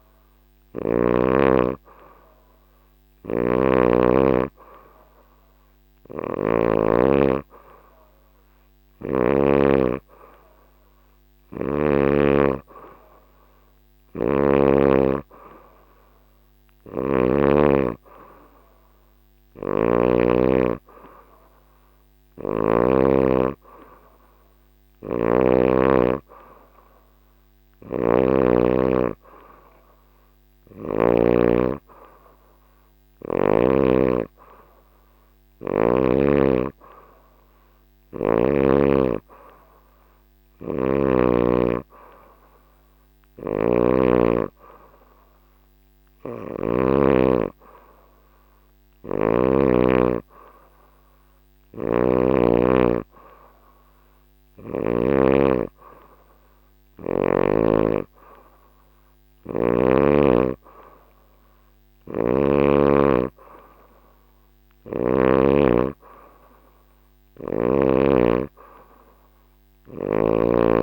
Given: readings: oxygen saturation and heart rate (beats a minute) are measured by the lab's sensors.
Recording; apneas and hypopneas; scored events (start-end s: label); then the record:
breathing in sleep by a microphone on the trachea; none
2.50-9.00 s: snoring (device-marked)
13.50-17.00 s: snoring (device-marked)
19.00-22.50 s: snoring (device-marked)
24.50-31.00 s: snoring (device-marked)
43.00-46.50 s: snoring (device-marked)
51.00-54.50 s: snoring (device-marked)
61.50-65.00 s: snoring (device-marked)
From the record:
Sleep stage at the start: N3 (deep sleep); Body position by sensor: on the back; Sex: female